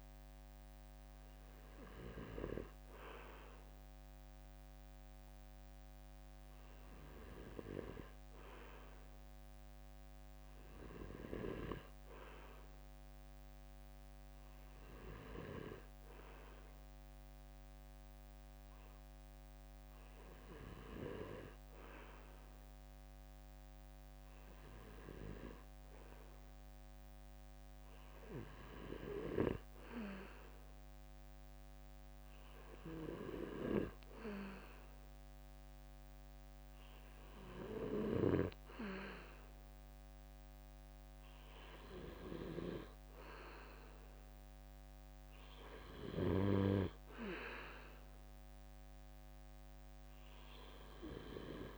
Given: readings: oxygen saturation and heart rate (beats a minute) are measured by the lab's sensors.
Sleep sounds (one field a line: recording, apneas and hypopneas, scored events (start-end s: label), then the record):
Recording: breathing in sleep by a microphone on the trachea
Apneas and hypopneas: none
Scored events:
none scored
From the record:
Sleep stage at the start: N2 (light sleep)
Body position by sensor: on the right side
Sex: male